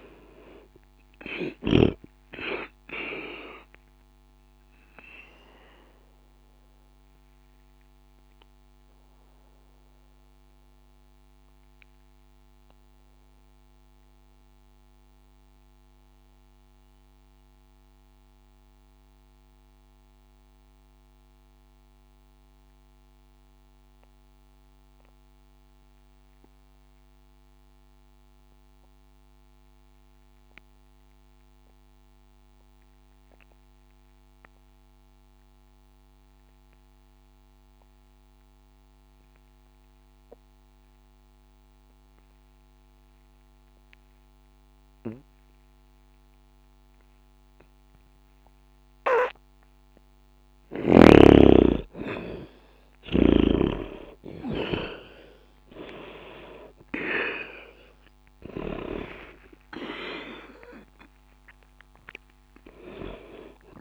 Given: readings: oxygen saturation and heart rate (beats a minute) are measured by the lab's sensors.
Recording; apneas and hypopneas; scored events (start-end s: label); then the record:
breathing in sleep by a microphone on the trachea; 1
0.00-22.00 s: oxygen desaturation (device-marked, oxygen 68% lowest, heart rate 60 extreme)
3.00-51.00 s: obstructive apnea (oxygen 93% before, 68% lowest, heart rate 60 before, 59 extreme, up 1 after)
43.00-63.81 s: oxygen desaturation (device-marked, oxygen 99% before, 72% lowest, heart rate 60 before, 59 extreme)
55.00-59.00 s: arousal
From the record:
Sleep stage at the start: N2 (light sleep); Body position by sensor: on the back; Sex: male